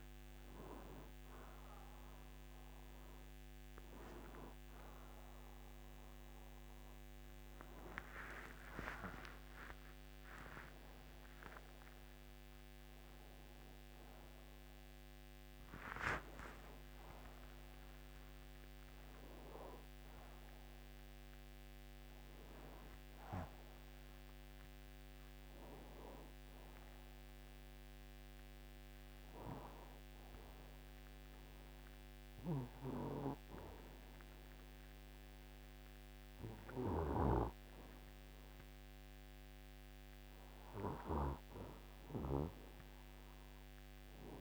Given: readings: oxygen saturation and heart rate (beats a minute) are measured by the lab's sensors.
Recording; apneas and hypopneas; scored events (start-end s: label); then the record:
a person awake in a sleep study, by a microphone on the trachea; none
29.00-44.41 s: new sleep stage, N1 (lightest sleep)
From the record:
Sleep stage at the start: awake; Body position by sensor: on the right side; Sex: male